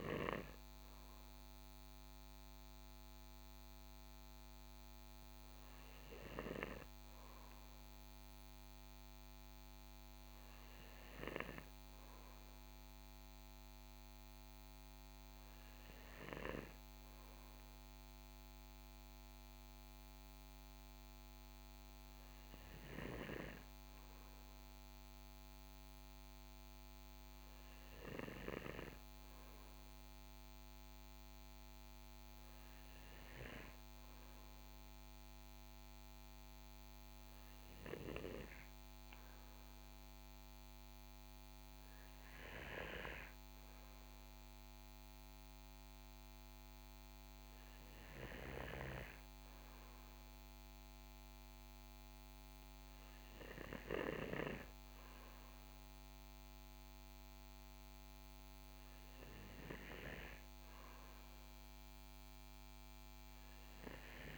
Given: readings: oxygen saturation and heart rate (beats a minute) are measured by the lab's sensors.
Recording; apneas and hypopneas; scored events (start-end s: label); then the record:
breathing in sleep by a microphone on the trachea; 1
36.50-54.00 s: obstructive apnea (oxygen 96% before, 94% lowest, heart rate 63 before, 62 extreme, up 3 after)
56.00-59.00 s: arousal
From the record:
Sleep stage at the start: N2 (light sleep); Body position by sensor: on the right side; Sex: male